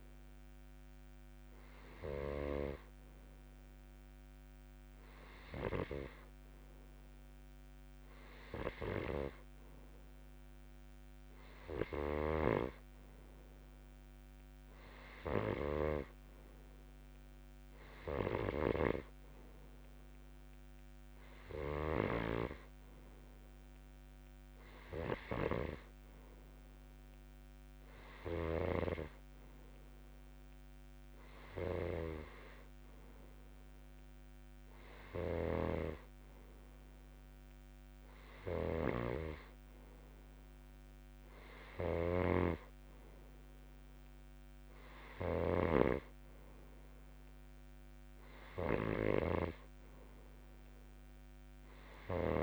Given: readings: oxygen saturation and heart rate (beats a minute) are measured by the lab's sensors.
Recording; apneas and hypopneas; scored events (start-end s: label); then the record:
breathing in sleep by a microphone on the trachea; none
9.00-52.43 s: snoring (device-marked)
From the record:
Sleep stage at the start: N2 (light sleep); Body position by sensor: on the left side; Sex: male